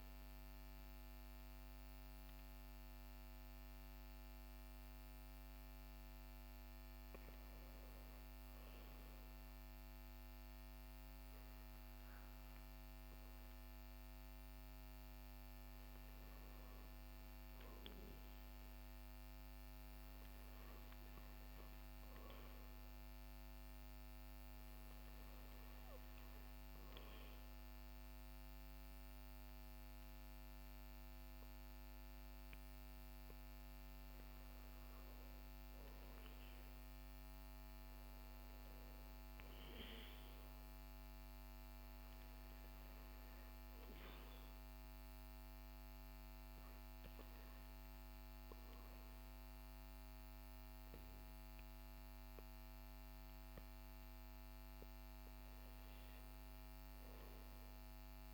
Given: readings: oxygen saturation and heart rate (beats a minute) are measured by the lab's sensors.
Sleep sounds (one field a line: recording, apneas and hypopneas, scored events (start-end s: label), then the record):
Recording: breathing in sleep, hard to hear, by a microphone on the trachea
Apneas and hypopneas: none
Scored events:
none scored
From the record:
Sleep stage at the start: REM sleep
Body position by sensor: on the back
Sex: male